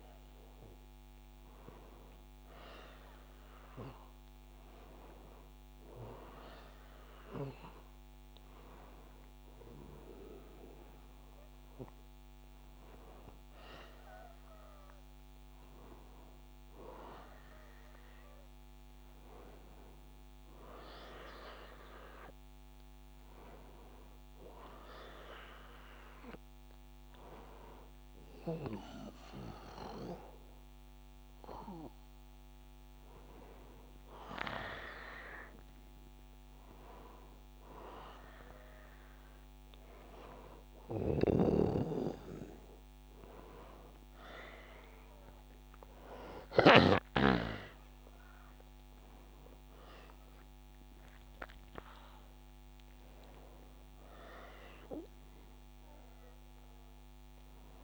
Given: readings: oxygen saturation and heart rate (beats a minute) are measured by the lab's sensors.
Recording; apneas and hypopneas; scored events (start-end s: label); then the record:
a person awake in a sleep study, by a microphone on the trachea; none
27.50-57.84 s: new sleep stage, awake
From the record:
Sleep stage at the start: N1 (lightest sleep); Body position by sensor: on the back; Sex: male